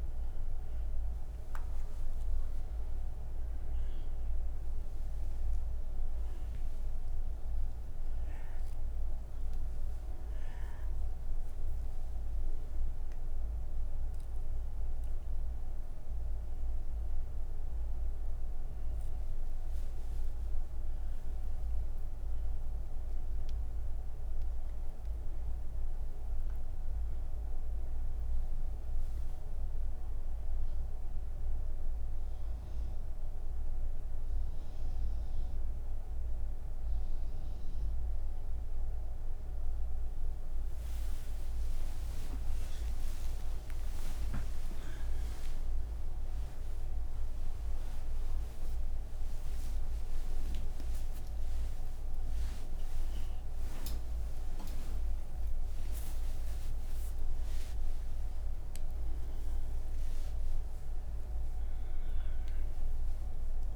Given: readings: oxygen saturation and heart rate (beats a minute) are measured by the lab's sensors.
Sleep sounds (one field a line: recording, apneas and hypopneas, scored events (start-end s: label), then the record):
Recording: breathing in sleep, hard to hear, by a room microphone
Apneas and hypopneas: none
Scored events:
0.00-5.00 s: oxygen desaturation (device-marked, oxygen 94% lowest)
18.00-40.00 s: oxygen desaturation (device-marked, oxygen 95% before, 91% lowest)
From the record:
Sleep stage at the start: N3 (deep sleep)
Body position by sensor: on the back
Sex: female